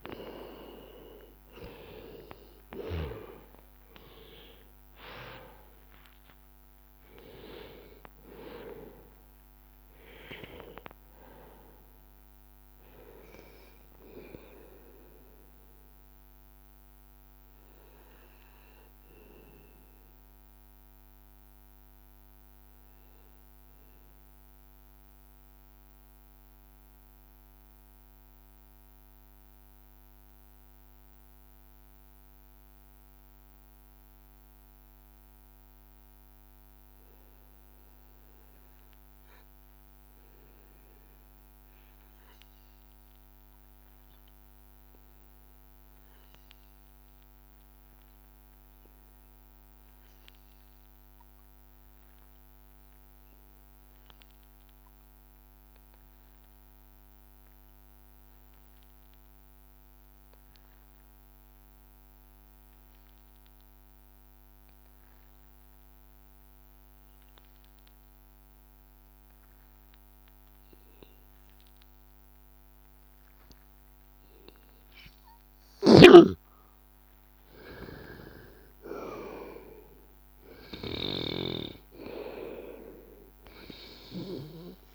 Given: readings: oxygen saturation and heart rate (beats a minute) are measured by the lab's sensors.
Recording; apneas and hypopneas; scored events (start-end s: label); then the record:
breathing in sleep by a microphone on the trachea; 1
0.00-20.00 s: oxygen desaturation (device-marked, oxygen 89% lowest, heart rate 77 extreme)
25.50-72.00 s: hypopnea (oxygen 99% before, 90% lowest, heart rate 85 before, 80 extreme, up 4 after)
60.00-84.95 s: oxygen desaturation (device-marked, oxygen 97% before, 90% lowest, heart rate 82 before, 81 extreme)
77.50-82.50 s: arousal
From the record:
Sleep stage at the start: N2 (light sleep); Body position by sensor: on the back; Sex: male